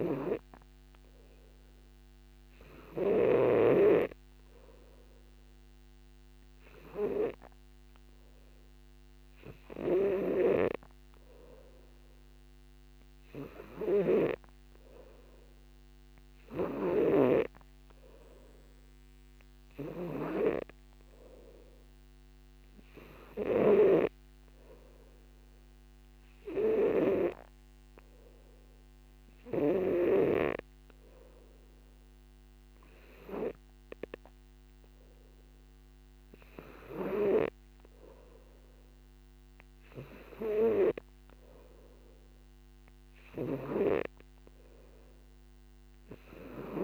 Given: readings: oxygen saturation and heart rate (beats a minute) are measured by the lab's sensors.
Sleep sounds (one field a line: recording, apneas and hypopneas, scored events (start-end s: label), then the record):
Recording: breathing in sleep by a microphone on the trachea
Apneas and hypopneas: none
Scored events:
0.00-4.00 s: snoring (device-marked)
3.50-9.50 s: oxygen desaturation (device-marked, oxygen 95% before, 91% lowest, heart rate 59 before, 57 extreme)
9.50-46.84 s: new sleep stage, N2 (light sleep)
24.00-30.50 s: snoring (device-marked)
From the record:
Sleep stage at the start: N3 (deep sleep)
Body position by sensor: on the back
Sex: male